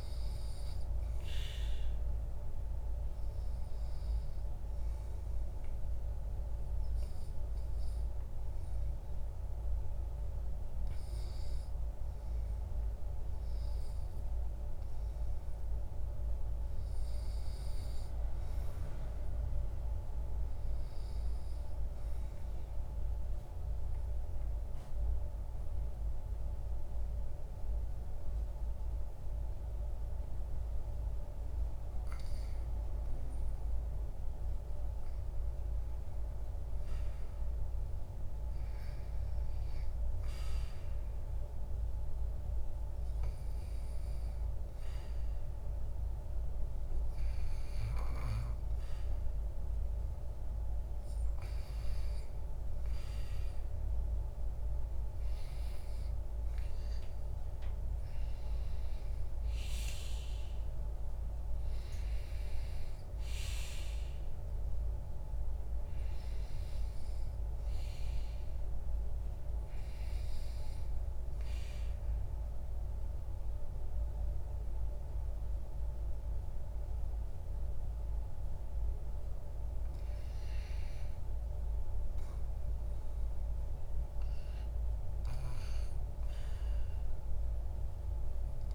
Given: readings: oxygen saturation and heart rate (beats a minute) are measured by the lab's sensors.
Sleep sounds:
breathing in sleep, hard to hear, by a room microphone; 3
21.50-32.00 s: obstructive apnea (oxygen 99% before, 96% lowest, heart rate 61 before, 59 extreme, up 5 after)
34.50-37.50 s: arousal
41.00-51.00 s: hypopnea (oxygen 98% before, 97% lowest, heart rate 63 before, 58 extreme, up 8 after)
55.50-60.00 s: arousal
70.00-80.00 s: obstructive apnea (oxygen 98% before, 96% lowest, heart rate 63 before, 59 extreme, up 6 after)
83.50-87.00 s: arousal
From the record:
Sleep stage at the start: REM sleep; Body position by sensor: on the back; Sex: male

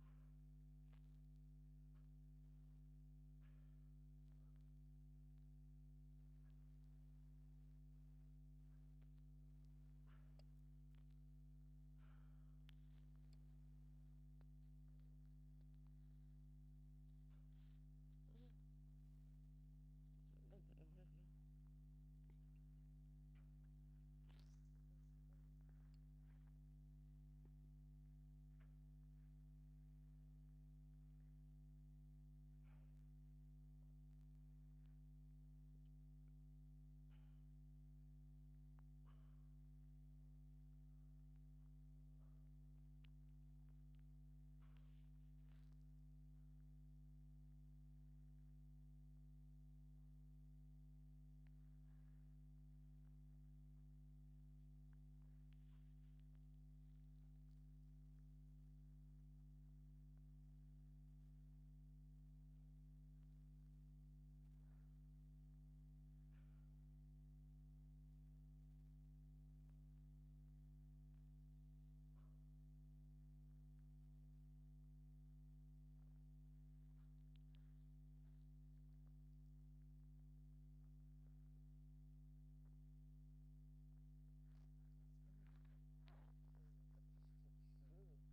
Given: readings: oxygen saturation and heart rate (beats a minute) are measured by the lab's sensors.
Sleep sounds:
a person awake in a sleep study, hard to hear, by a microphone on the trachea; none
63.00-83.00 s: oxygen desaturation (device-marked, oxygen 93% before, 89% lowest, heart rate 114 before, 92 extreme)
From the record:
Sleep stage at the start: awake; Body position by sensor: on the back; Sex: female

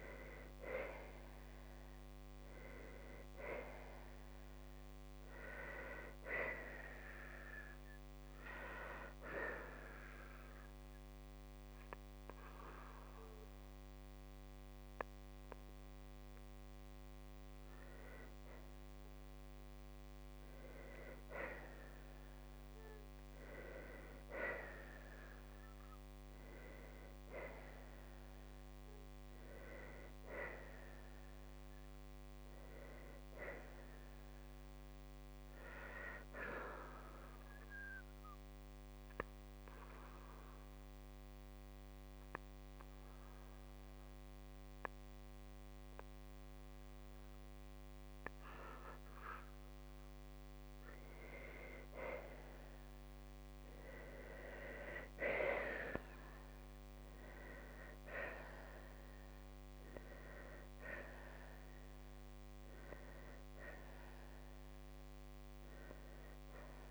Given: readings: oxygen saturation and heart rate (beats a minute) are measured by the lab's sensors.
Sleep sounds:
breathing in sleep by a microphone on the trachea; 2
0.00-1.50 s: arousal
6.00-17.50 s: obstructive apnea (oxygen 94% before, 91% lowest, heart rate 58 before, 56 extreme, up 4 after)
22.50-26.50 s: arousal
24.00-43.00 s: oxygen desaturation (device-marked, oxygen 95% before, 91% lowest, heart rate 58 before, 56 extreme)
41.50-52.50 s: obstructive apnea (oxygen 95% before, 92% lowest, heart rate 59 before, 55 extreme, up 6 after)
55.00-59.50 s: arousal
From the record:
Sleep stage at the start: N2 (light sleep); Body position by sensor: on the right side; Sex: female

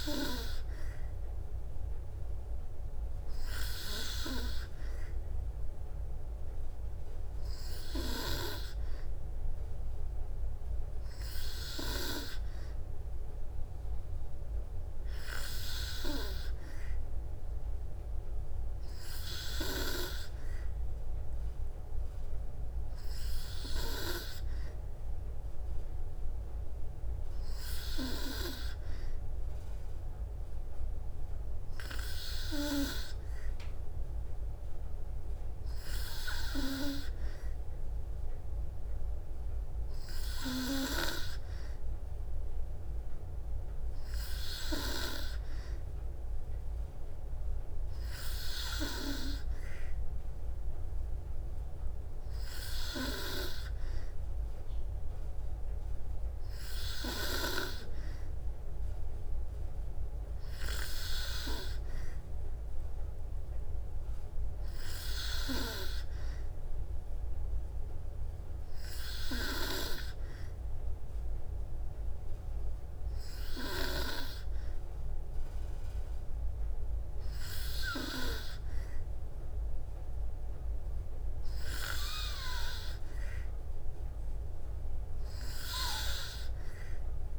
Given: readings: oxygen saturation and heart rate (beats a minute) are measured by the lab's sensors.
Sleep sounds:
breathing in sleep by a room microphone; none
none scored
From the record:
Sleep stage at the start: N2 (light sleep); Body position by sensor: on the back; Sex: female

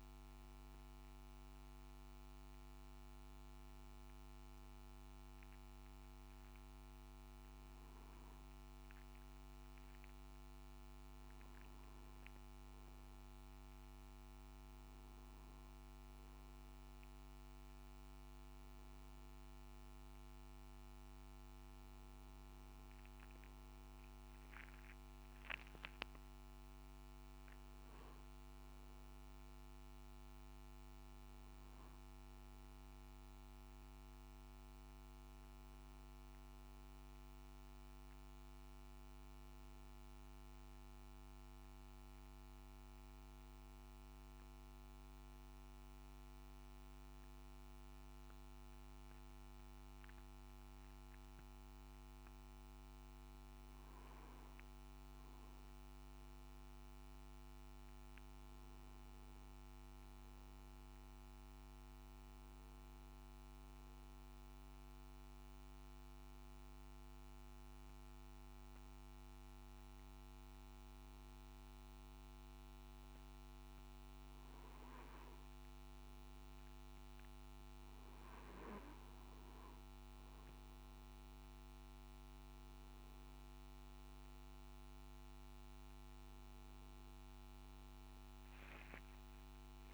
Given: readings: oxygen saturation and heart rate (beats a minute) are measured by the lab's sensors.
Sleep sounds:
breathing in sleep, hard to hear, by a microphone on the trachea; 1
23.50-27.00 s: arousal
57.00-61.00 s: arousal
66.50-79.00 s: hypopnea (oxygen 96% before, 93% lowest, heart rate 62 before, 60 extreme, up 5 after)
82.50-89.94 s: new sleep stage, awake
From the record:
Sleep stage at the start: N2 (light sleep); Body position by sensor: on the back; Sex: male

